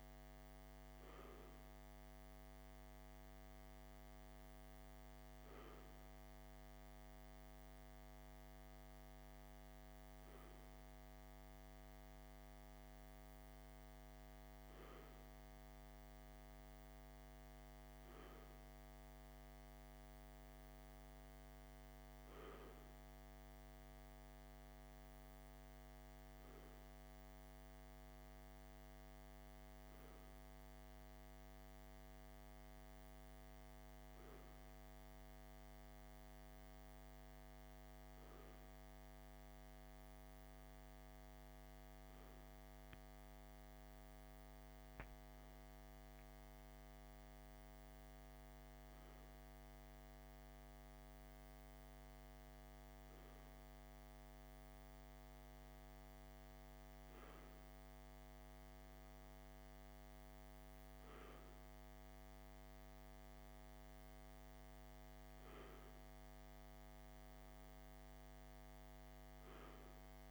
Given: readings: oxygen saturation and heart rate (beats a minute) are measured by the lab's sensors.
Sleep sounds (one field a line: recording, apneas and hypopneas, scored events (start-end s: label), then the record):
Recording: breathing in sleep, hard to hear, by a microphone on the trachea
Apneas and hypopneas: none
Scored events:
28.00-70.31 s: new sleep stage, N2 (light sleep)
From the record:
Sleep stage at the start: REM sleep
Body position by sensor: on the left side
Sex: male